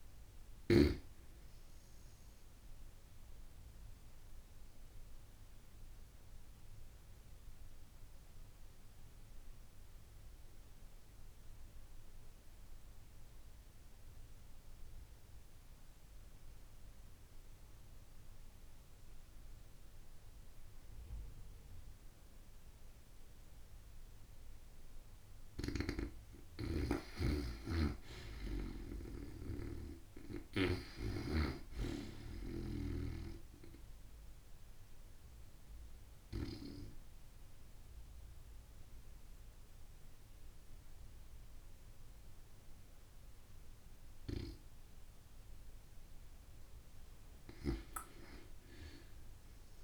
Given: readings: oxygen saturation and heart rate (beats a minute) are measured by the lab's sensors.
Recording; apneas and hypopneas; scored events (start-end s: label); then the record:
breathing in sleep by a room microphone; 2
0.00-11.00 s: oxygen desaturation (device-marked, oxygen 88% lowest)
2.50-24.00 s: obstructive apnea (oxygen 94% before, 88% lowest)
25.00-28.50 s: snoring (device-marked)
26.00-29.50 s: arousal
33.50-45.50 s: obstructive apnea (oxygen 95% before, 90% lowest)
47.00-49.84 s: arousal
From the record:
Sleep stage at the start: N2 (light sleep); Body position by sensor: on the back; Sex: female